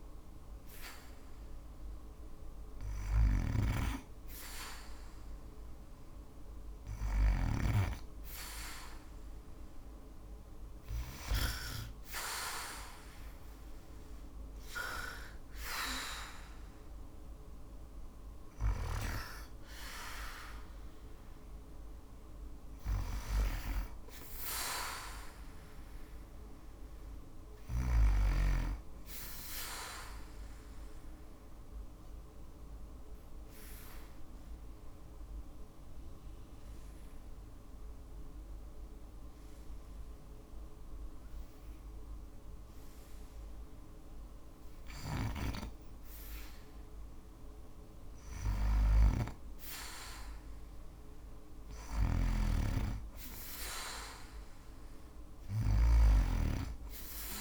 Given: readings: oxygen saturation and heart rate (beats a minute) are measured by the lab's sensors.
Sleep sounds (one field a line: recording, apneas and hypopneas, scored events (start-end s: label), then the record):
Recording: breathing in sleep by a room microphone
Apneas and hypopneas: 1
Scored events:
0.00-3.50 s: oxygen desaturation (device-marked, oxygen 68% lowest, heart rate 59 extreme)
2.50-6.50 s: snoring (device-marked)
10.50-15.50 s: arousal
10.50-57.41 s: new sleep stage, N2 (light sleep)
30.00-45.50 s: obstructive apnea (oxygen 92% before, 82% lowest, heart rate 66 before, 58 extreme, up 3 after)
48.00-57.41 s: snoring (device-marked)
50.00-54.00 s: arousal
53.50-57.41 s: oxygen desaturation (device-marked, oxygen 97% before, 86% lowest, heart rate 59 before, 57 extreme)
From the record:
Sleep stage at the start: REM sleep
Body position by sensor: on the back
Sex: female